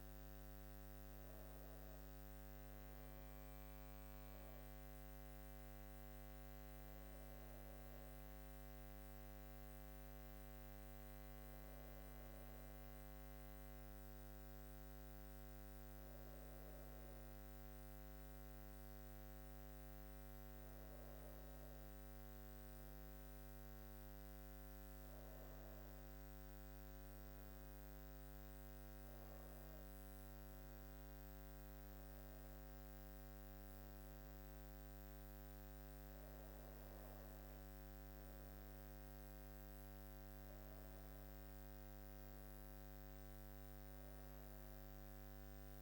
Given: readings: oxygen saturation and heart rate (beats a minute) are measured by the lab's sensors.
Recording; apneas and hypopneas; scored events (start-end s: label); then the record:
breathing in sleep, hard to hear, by a microphone on the trachea; none
none scored
From the record:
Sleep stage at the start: N2 (light sleep); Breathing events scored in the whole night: 100 in 5.5 hours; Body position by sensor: on the back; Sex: female